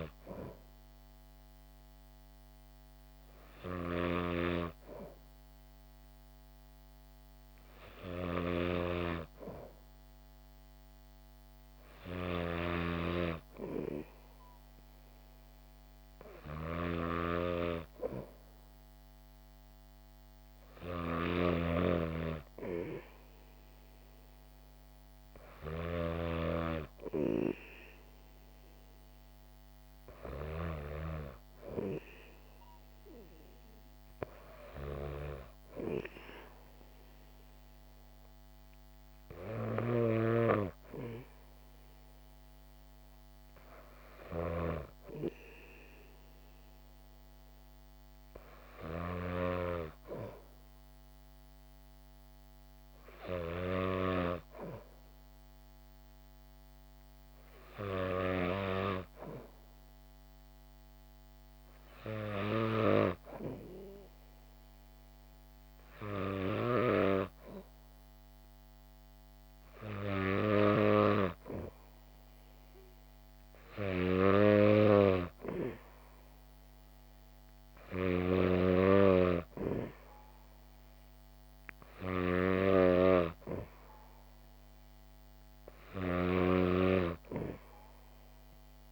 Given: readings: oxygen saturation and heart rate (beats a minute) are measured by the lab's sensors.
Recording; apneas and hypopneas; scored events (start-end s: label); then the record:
breathing in sleep by a microphone on the trachea; none
0.00-3.00 s: oxygen desaturation (device-marked, oxygen 91% lowest, heart rate 62 extreme)
0.00-31.00 s: snoring (device-marked)
78.00-88.92 s: snoring (device-marked)
From the record:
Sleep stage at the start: N2 (light sleep); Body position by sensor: on the back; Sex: female